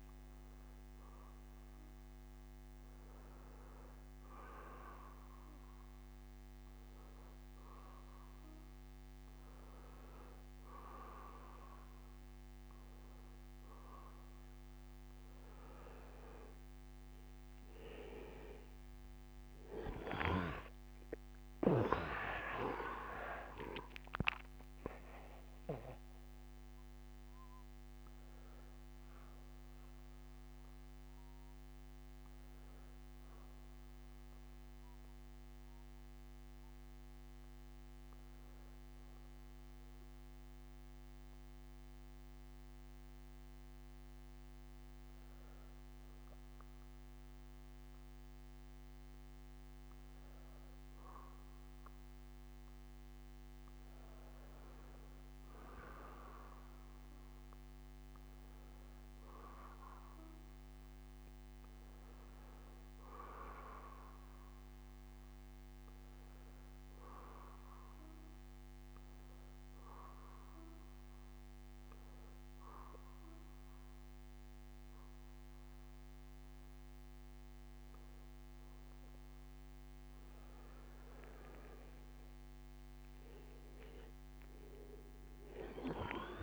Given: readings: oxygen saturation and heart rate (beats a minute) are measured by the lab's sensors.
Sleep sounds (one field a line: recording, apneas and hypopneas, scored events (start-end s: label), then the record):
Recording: breathing in sleep by a microphone on the trachea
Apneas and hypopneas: 1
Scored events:
15.50-19.00 s: arousal
30.00-47.00 s: hypopnea (oxygen 92% before, 89% lowest, heart rate 74 before, 52 extreme, up 10 after)
35.50-38.50 s: bradycardia (device-marked, heart rate 72 before, 59 extreme)
49.50-72.50 s: oxygen desaturation (device-marked, oxygen 96% before, 89% lowest, heart rate 67 before, 49 extreme)
50.50-54.50 s: arousal
62.50-75.50 s: bradycardia (device-marked, heart rate 72 before, 49 extreme)
81.00-85.00 s: arousal
From the record:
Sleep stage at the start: N1 (lightest sleep)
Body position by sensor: on the back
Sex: male